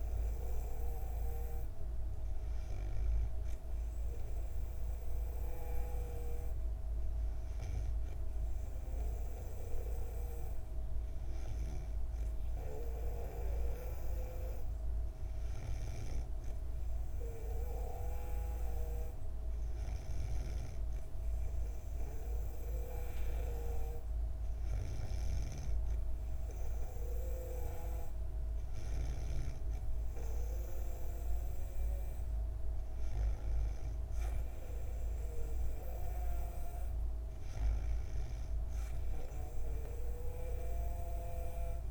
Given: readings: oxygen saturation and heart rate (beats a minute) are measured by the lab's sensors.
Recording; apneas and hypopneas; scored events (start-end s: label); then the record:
breathing in sleep by a room microphone; none
none scored
From the record:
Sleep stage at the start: N2 (light sleep); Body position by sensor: on the back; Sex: female